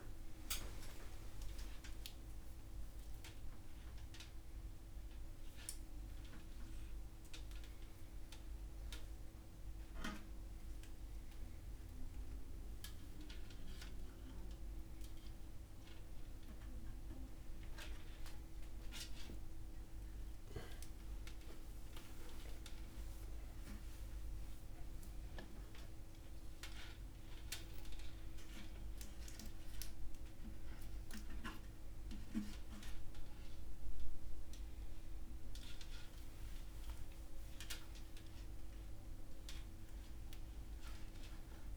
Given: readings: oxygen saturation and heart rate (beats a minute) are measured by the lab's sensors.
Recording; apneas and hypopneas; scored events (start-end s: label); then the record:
a person awake in a sleep study, by a room microphone; none
none scored
From the record:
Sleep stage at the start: awake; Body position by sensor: upright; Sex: male